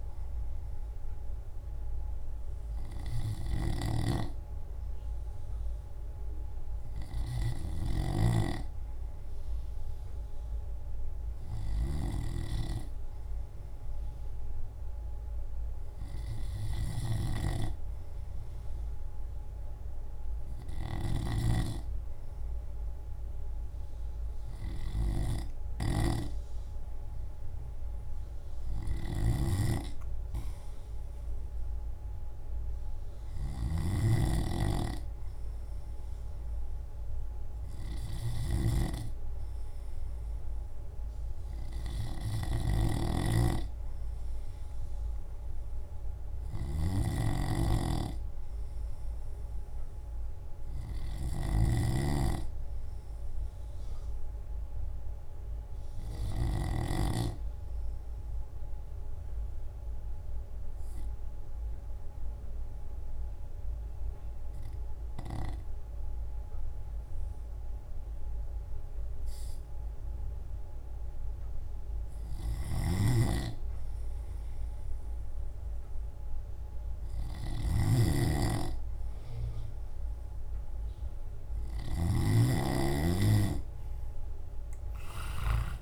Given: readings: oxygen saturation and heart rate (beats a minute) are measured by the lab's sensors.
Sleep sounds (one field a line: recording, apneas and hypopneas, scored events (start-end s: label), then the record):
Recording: breathing in sleep by a room microphone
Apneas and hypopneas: 1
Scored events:
0.00-1.50 s: drop in pulse transit time (device-marked, heart rate 53 extreme)
50.00-53.50 s: arousal
57.50-71.00 s: obstructive apnea (oxygen 94% before, 91% lowest, heart rate 57 before, 52 extreme, up 5 after)
73.50-78.00 s: arousal
77.50-82.50 s: snoring (device-marked)
79.50-85.81 s: drop in pulse transit time (device-marked, heart rate 55 before, 56 extreme)
From the record:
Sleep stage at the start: N2 (light sleep)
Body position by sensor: on the left side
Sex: male